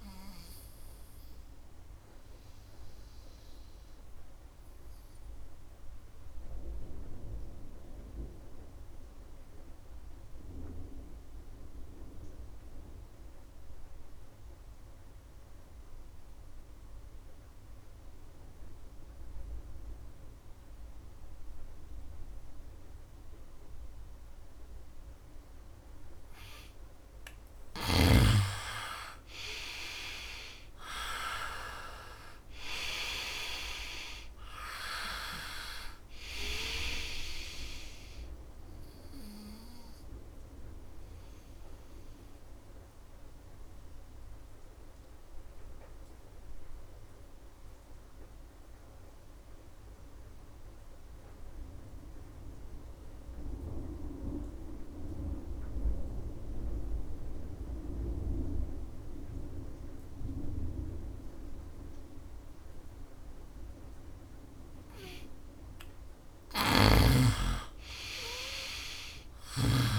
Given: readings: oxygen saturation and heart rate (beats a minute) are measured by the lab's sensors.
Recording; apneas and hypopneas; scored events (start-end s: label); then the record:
breathing in sleep by a room microphone; 2
0.00-16.50 s: oxygen desaturation (device-marked, oxygen 85% lowest, heart rate 64 extreme)
0.50-27.50 s: obstructive apnea (oxygen 99% before, 85% lowest, heart rate 71 before, 64 extreme, up 7 after)
23.50-55.50 s: oxygen desaturation (device-marked, oxygen 99% before, 85% lowest, heart rate 68 before, 65 extreme)
29.00-34.50 s: arousal
39.50-64.00 s: obstructive apnea (oxygen 99% before, 85% lowest, heart rate 69 before, 65 extreme, up 3 after)
66.00-69.98 s: snoring (device-marked)
67.00-69.98 s: arousal
From the record:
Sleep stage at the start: N2 (light sleep); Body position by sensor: on the right side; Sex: male